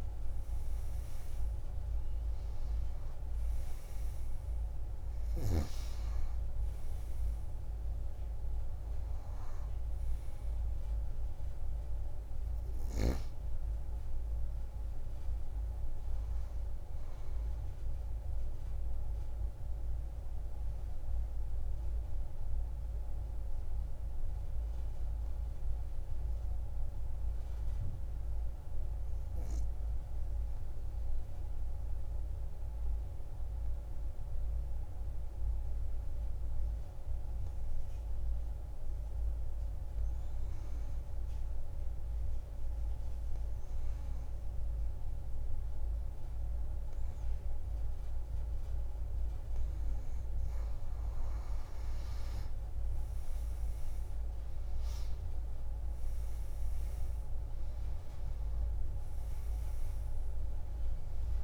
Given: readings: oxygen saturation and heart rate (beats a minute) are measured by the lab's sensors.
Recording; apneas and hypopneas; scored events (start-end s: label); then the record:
breathing in sleep, hard to hear, by a room microphone; 1
0.00-1.00 s: arousal
0.00-34.00 s: oxygen desaturation (device-marked, oxygen 87% lowest)
18.50-49.00 s: obstructive apnea (oxygen 97% before, 86% lowest)
47.00-61.43 s: oxygen desaturation (device-marked, oxygen 98% before, 86% lowest)
53.00-57.50 s: arousal
From the record:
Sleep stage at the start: N2 (light sleep); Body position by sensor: on the back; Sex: female